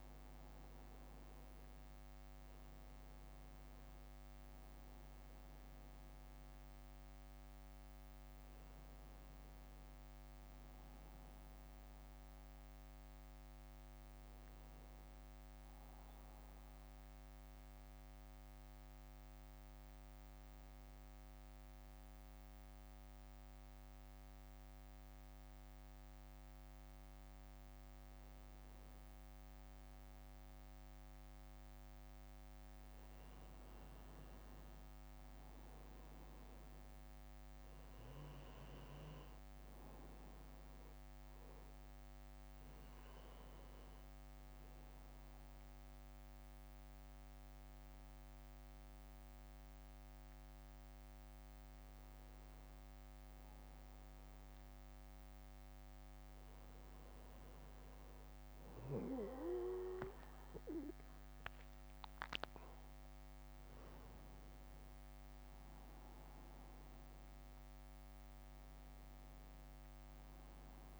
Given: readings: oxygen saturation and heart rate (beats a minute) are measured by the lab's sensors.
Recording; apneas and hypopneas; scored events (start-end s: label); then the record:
breathing in sleep, hard to hear, by a microphone on the trachea; 2
0.00-13.50 s: drop in pulse transit time (device-marked, heart rate 57 extreme)
16.50-33.50 s: obstructive apnea (oxygen 94% before, 91% lowest, heart rate 61 before, 61 extreme, up 0 after)
35.50-39.00 s: arousal
39.50-52.50 s: oxygen desaturation (device-marked, oxygen 96% before, 92% lowest, heart rate 63 before, 58 extreme)
42.50-56.00 s: obstructive apnea (oxygen 96% before, 91% lowest, heart rate 63 before, 58 extreme, up 0 after)
63.50-68.00 s: arousal
63.50-71.00 s: drop in pulse transit time (device-marked, heart rate 63 before, 58 extreme)
68.50-71.00 s: oxygen desaturation (device-marked, oxygen 95% before, 91% lowest, heart rate 64 before, 55 extreme)
From the record:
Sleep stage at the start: N2 (light sleep); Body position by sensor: on the back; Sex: male